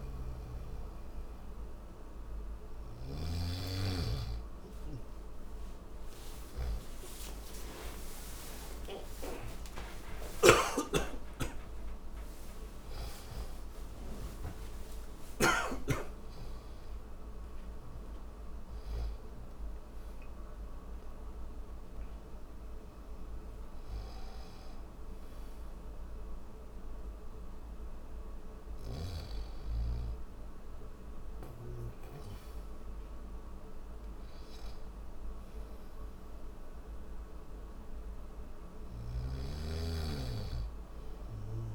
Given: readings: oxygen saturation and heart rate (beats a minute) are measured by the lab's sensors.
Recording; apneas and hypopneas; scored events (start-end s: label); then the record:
breathing in sleep by a room microphone; none
0.00-2.50 s: snoring (device-marked)
9.50-15.00 s: snoring (device-marked)
From the record:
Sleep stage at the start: N1 (lightest sleep); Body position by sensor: on the back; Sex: male